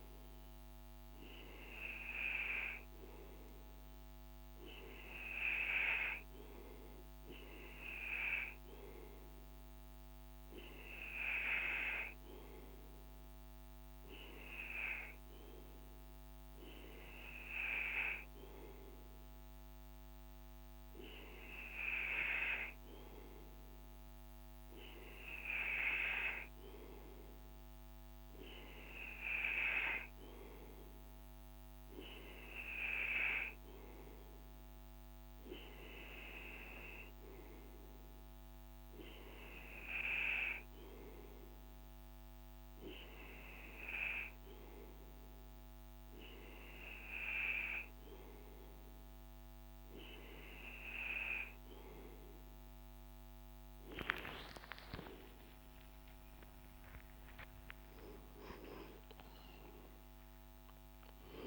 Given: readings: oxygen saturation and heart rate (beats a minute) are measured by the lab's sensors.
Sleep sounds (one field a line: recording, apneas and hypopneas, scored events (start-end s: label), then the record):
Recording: breathing in sleep by a microphone on the trachea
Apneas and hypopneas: none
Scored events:
54.50-61.47 s: arousal
From the record:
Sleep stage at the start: N2 (light sleep)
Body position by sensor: on the right side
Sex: male